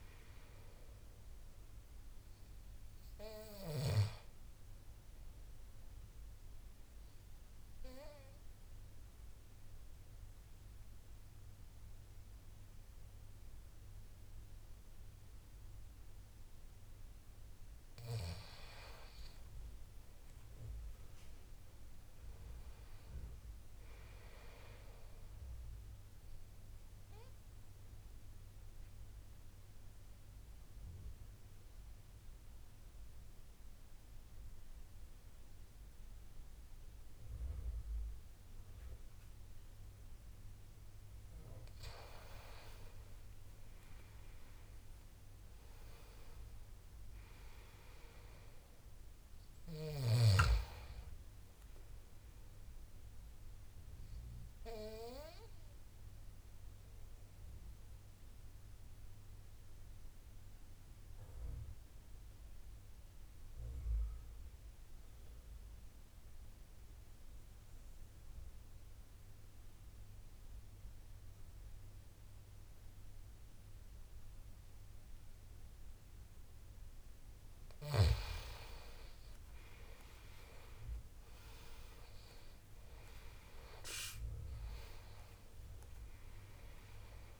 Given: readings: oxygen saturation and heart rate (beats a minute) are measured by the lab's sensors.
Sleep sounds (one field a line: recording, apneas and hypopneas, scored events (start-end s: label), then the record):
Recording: breathing in sleep by a room microphone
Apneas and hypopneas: 3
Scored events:
0.00-18.50 s: oxygen desaturation (device-marked, oxygen 87% lowest, heart rate 71 extreme)
5.50-17.50 s: obstructive apnea (oxygen 98% before, 87% lowest, heart rate 76 before, 71 extreme, up 8 after)
19.50-22.50 s: arousal
26.50-41.00 s: obstructive apnea (oxygen 97% before, 83% lowest, heart rate 76 before, 71 extreme, up 8 after)
35.50-44.50 s: oxygen desaturation (device-marked, oxygen 94% before, 90% lowest, heart rate 76 before, 71 extreme)
43.00-46.00 s: arousal
46.50-71.50 s: oxygen desaturation (device-marked, oxygen 96% before, 87% lowest, heart rate 74 before, 70 extreme)
55.50-77.50 s: obstructive apnea (oxygen 96% before, 82% lowest, heart rate 79 before, 68 extreme, up 28 after)
73.50-87.39 s: oxygen desaturation (device-marked, oxygen 97% before, 82% lowest, heart rate 75 before, 68 extreme)
79.00-82.00 s: arousal
From the record:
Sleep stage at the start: N2 (light sleep)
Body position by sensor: on the back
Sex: male